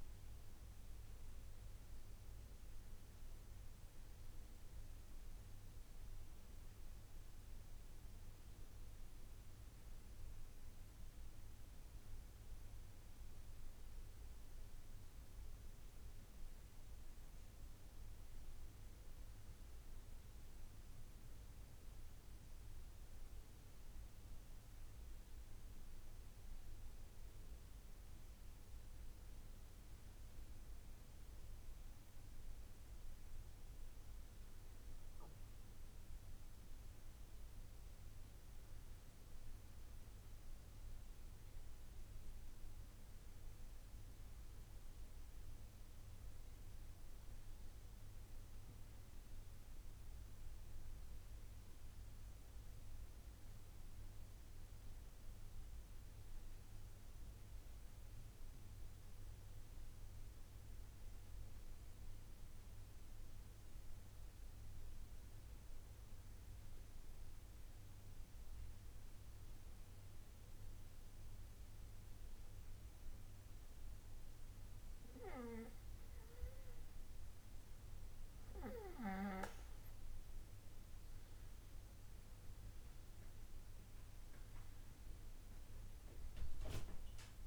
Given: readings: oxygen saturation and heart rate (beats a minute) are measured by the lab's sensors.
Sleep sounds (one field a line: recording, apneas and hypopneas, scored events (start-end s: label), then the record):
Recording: breathing in sleep, hard to hear, by a room microphone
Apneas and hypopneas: 1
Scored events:
59.50-87.47 s: new sleep stage, N2 (light sleep)
64.00-76.50 s: hypopnea (oxygen 97% before, 94% lowest, heart rate 71 before, 68 extreme, up 2 after)
79.50-82.50 s: arousal
From the record:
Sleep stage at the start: N1 (lightest sleep)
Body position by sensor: on the back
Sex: male